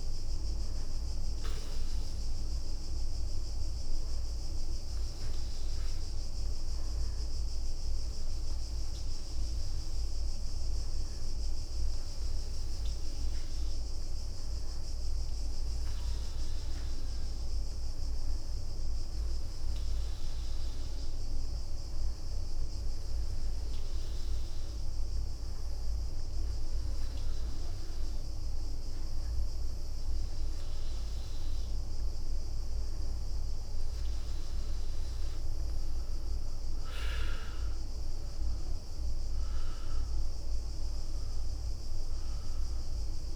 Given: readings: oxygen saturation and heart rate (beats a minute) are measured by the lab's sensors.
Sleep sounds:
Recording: breathing in sleep, hard to hear, by a room microphone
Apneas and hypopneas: none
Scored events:
32.00-33.00 s: leg movement (device-marked)
36.50-41.00 s: arousal
From the record:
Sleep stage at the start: N2 (light sleep)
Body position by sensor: on the right side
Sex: female

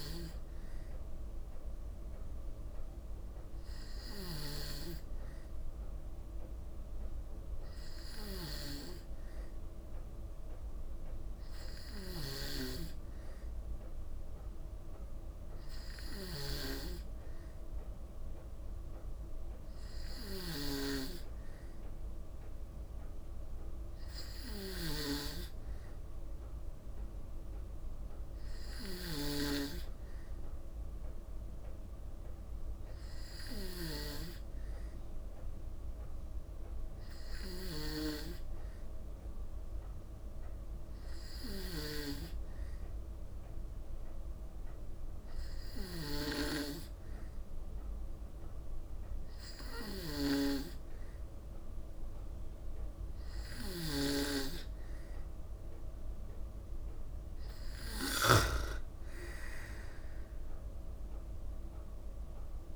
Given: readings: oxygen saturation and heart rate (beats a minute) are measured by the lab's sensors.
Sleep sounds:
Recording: breathing in sleep by a room microphone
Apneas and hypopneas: none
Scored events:
0.00-4.00 s: snoring (device-marked)
11.50-58.00 s: snoring (device-marked)
From the record:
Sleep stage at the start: N2 (light sleep)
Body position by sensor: on the back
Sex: female

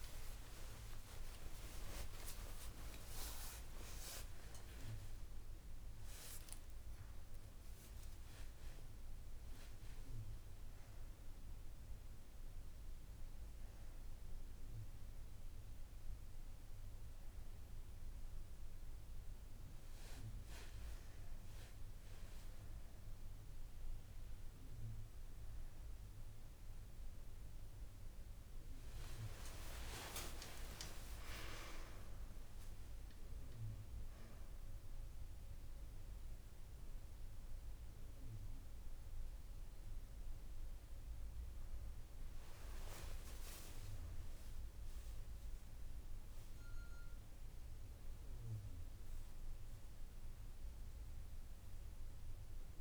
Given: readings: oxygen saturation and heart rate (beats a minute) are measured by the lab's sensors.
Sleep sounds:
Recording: a person awake in a sleep study, by a room microphone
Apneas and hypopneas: none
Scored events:
4.50-6.50 s: long interval between heartbeats (device-marked)
31.00-33.00 s: long interval between heartbeats (device-marked)
From the record:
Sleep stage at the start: awake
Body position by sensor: on the right side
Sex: female

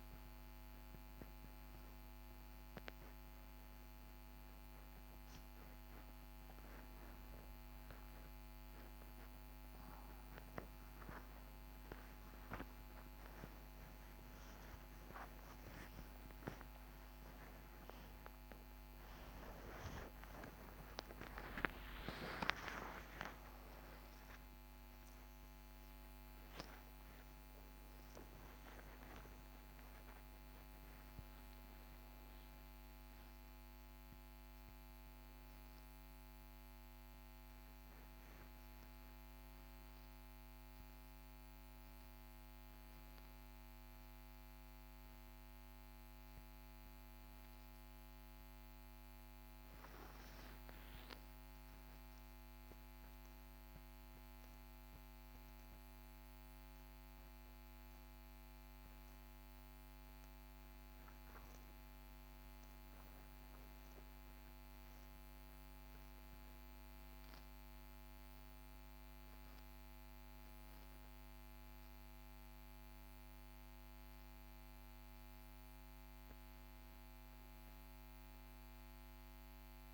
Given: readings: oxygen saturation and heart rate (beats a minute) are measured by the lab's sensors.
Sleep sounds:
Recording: a person awake in a sleep study, by a microphone on the trachea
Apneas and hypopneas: none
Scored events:
60.00-79.94 s: new sleep stage, N1 (lightest sleep)
74.00-79.94 s: oxygen desaturation (device-marked, oxygen 98% before, 94% lowest, heart rate 55 before, 47 extreme)
From the record:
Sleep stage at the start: awake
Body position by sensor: on the back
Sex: male

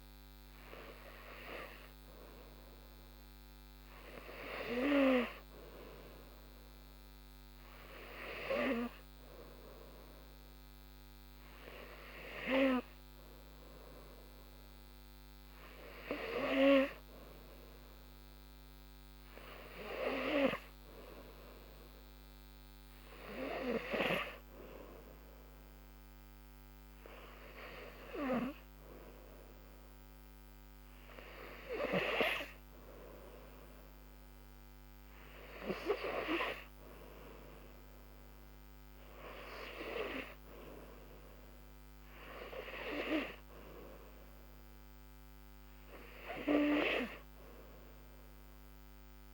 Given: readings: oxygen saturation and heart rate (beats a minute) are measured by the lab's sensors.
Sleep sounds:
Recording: breathing in sleep by a microphone on the trachea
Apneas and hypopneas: none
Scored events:
24.50-49.34 s: new sleep stage, N3 (deep sleep)
From the record:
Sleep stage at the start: N2 (light sleep)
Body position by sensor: on the back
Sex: female

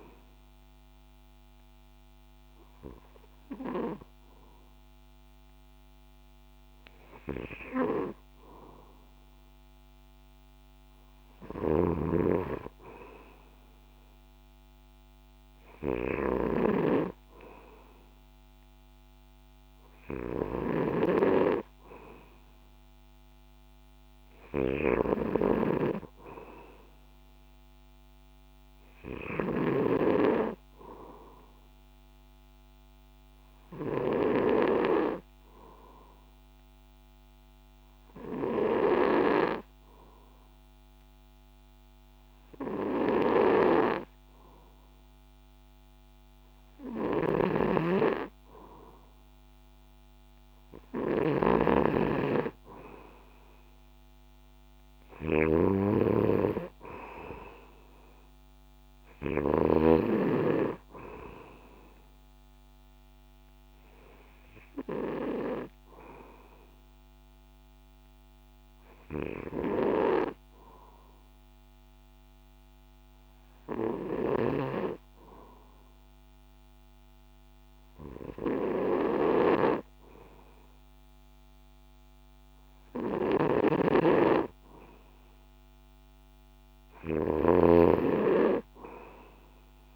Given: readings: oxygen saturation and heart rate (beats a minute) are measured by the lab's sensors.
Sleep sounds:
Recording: breathing in sleep by a microphone on the trachea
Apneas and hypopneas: 2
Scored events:
11.50-34.50 s: snoring (device-marked)
33.50-46.00 s: hypopnea (oxygen 98% before, 93% lowest, heart rate 63 before, 63 extreme)
47.00-60.00 s: snoring (device-marked)
48.50-52.00 s: arousal
66.50-85.50 s: hypopnea (oxygen 96% before, 93% lowest, heart rate 64 before, 62 extreme, up 2 after)
83.00-89.96 s: snoring (device-marked)
87.00-89.96 s: arousal
From the record:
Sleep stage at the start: N2 (light sleep)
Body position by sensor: on the back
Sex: male

